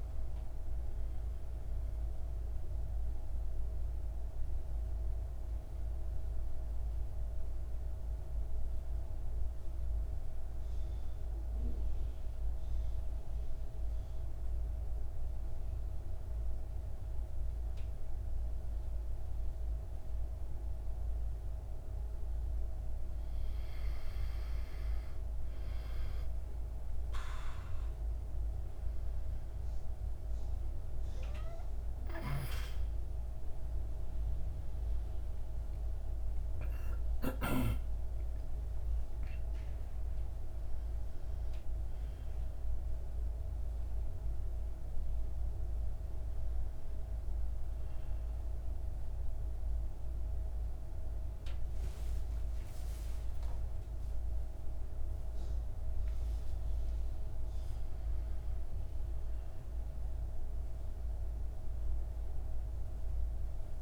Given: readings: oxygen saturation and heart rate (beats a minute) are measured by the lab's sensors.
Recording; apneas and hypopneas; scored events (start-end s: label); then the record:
a person partly awake in a sleep study, hard to hear, by a room microphone; 1
0.00-23.00 s: oxygen desaturation (device-marked, oxygen 89% lowest, heart rate 51 extreme)
6.00-23.50 s: obstructive apnea (oxygen 98% before, 89% lowest, heart rate 60 before, 52 extreme, up 6 after)
29.00-53.00 s: oxygen desaturation (device-marked, oxygen 99% before, 90% lowest, heart rate 55 before, 60 extreme)
32.00-62.00 s: new sleep stage, awake
62.00-63.81 s: new sleep stage, N1 (lightest sleep)
From the record:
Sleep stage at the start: N2 (light sleep); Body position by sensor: on the back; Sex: male